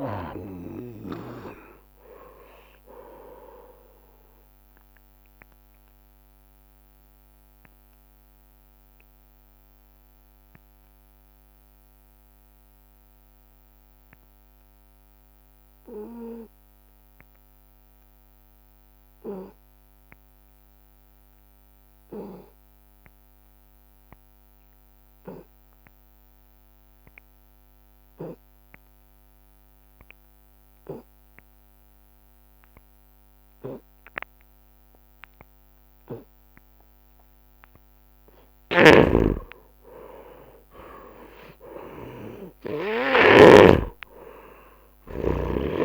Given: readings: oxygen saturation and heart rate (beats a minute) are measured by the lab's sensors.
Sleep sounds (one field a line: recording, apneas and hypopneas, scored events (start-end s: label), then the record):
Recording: breathing in sleep by a microphone on the trachea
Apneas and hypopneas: 1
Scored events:
0.00-18.50 s: tachycardia (device-marked)
0.00-24.50 s: oxygen desaturation (device-marked, oxygen 86% lowest)
7.00-38.00 s: obstructive apnea (oxygen 99% before, 83% lowest)
38.50-45.84 s: oxygen desaturation (device-marked, oxygen 99% before, 83% lowest)
39.00-44.00 s: snoring (device-marked)
39.50-44.00 s: arousal
From the record:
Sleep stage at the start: N2 (light sleep)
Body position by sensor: on the right side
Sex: male